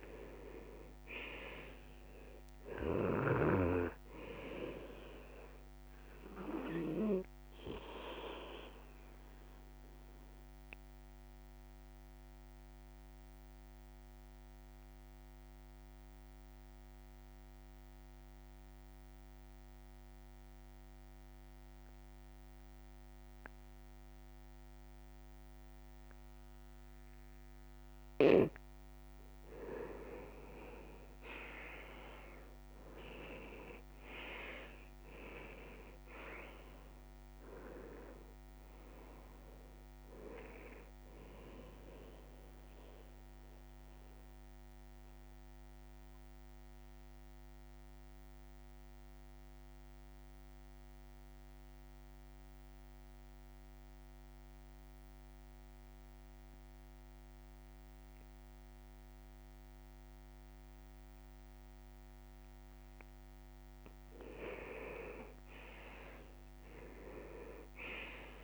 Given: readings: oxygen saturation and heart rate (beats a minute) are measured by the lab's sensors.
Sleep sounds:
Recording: breathing in sleep by a microphone on the trachea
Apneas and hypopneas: 2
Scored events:
0.00-1.00 s: arousal
7.50-28.50 s: obstructive apnea (oxygen 98% before, 87% lowest, heart rate 150 before, 127 extreme, up 35 after)
10.50-26.50 s: oxygen desaturation (device-marked, oxygen 98% before, 88% lowest, heart rate 154 before, 133 extreme)
31.00-35.50 s: arousal
43.00-62.50 s: mixed apnea (oxygen 98% before, 86% lowest, heart rate 158 before, 76 extreme, up 48 after)
46.50-68.44 s: oxygen desaturation (device-marked, oxygen 95% before, 87% lowest, heart rate 161 before, 76 extreme)
64.50-68.44 s: arousal
From the record:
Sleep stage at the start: N2 (light sleep)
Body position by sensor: on the back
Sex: male

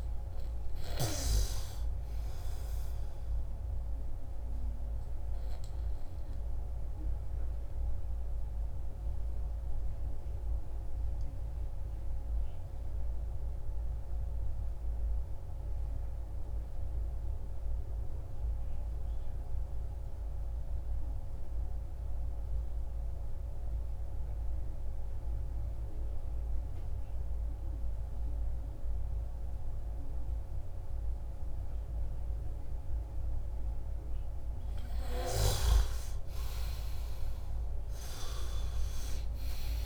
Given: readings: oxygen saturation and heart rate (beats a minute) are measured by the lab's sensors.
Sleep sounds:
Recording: breathing in sleep by a room microphone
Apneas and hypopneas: 1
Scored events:
0.00-16.50 s: oxygen desaturation (device-marked, oxygen 91% lowest, heart rate 112 extreme)
4.00-34.50 s: obstructive apnea (oxygen 99% before, 90% lowest, heart rate 156 before, 112 extreme, up 49 after)
31.50-39.86 s: oxygen desaturation (device-marked, oxygen 99% before, 90% lowest, heart rate 163 before, 135 extreme)
36.50-39.86 s: arousal
From the record:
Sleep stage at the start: N2 (light sleep)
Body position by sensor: on the back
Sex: male

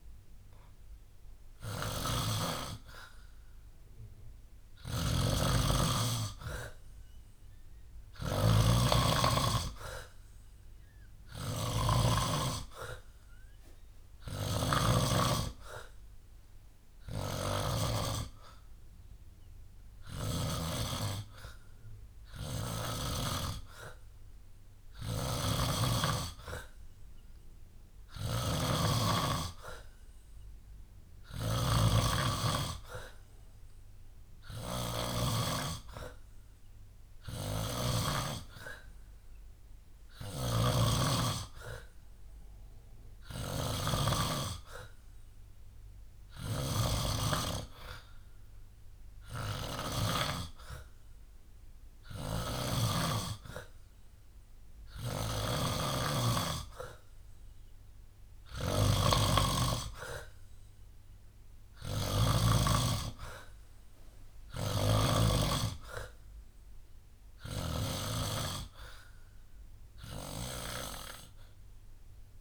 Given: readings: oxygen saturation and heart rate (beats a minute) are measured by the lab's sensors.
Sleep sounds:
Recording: breathing in sleep by a room microphone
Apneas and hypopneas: none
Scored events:
0.00-20.50 s: snoring (device-marked)
25.00-50.00 s: snoring (device-marked)
52.00-65.00 s: snoring (device-marked)
From the record:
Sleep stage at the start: N2 (light sleep)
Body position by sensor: on the back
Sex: male

